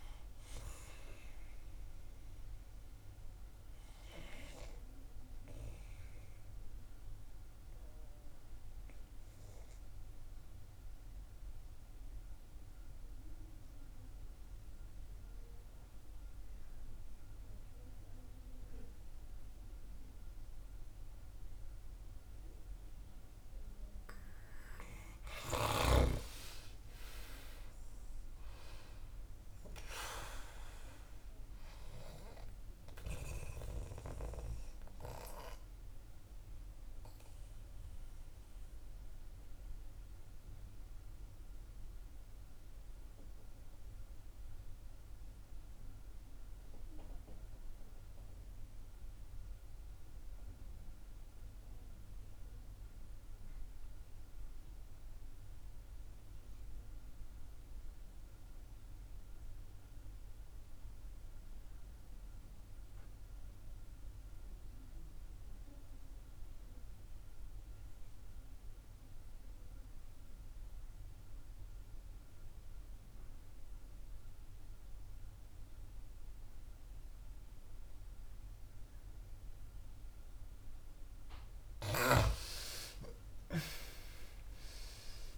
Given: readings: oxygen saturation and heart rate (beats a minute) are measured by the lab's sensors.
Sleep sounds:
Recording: breathing in sleep by a room microphone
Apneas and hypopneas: 2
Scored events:
0.00-8.00 s: oxygen desaturation (device-marked, oxygen 74% lowest, heart rate 65 extreme)
7.50-24.00 s: obstructive apnea (oxygen 84% before, 81% lowest, heart rate 81 before, 61 extreme, up 3 after)
26.50-30.50 s: arousal
29.00-47.00 s: oxygen desaturation (device-marked, oxygen 96% before, 91% lowest, heart rate 66 before, 61 extreme)
35.00-81.00 s: obstructive apnea (oxygen 97% before, 80% lowest, heart rate 67 before, 61 extreme, up 9 after)
38.00-85.38 s: new sleep stage, REM sleep
59.00-85.38 s: oxygen desaturation (device-marked, oxygen 96% before, 80% lowest, heart rate 63 before, 63 extreme)
81.50-85.38 s: snoring (device-marked)
82.50-85.38 s: arousal
From the record:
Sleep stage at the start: N2 (light sleep)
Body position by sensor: on the back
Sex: female

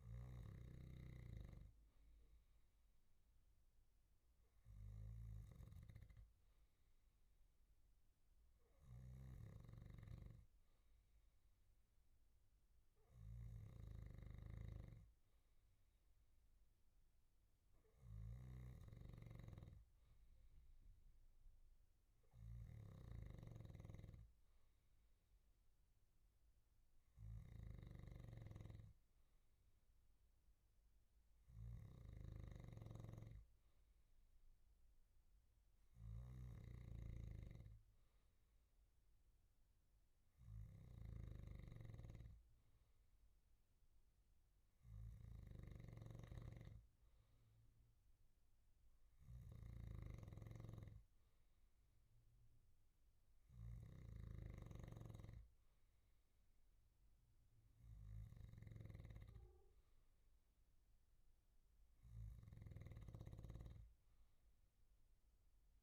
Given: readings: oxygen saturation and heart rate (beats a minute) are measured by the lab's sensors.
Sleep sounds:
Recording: breathing in sleep by a room microphone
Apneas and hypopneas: none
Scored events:
0.00-65.83 s: snoring (device-marked)
From the record:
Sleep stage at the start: N2 (light sleep)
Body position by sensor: on the back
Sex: male

